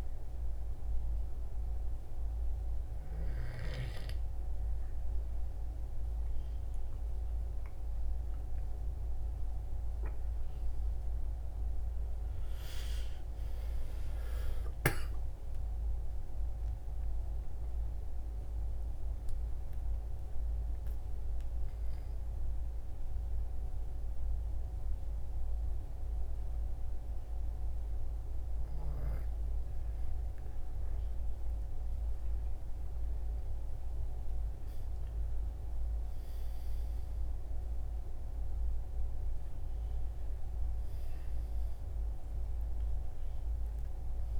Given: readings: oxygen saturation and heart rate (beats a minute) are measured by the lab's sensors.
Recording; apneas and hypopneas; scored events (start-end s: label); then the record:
breathing in sleep, hard to hear, by a room microphone; 1
13.00-17.00 s: arousal
18.00-29.00 s: hypopnea (oxygen 96% before, 94% lowest, heart rate 75 before, 58 extreme, up 25 after)
30.50-34.50 s: arousal
From the record:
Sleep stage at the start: N2 (light sleep); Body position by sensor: on the right side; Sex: male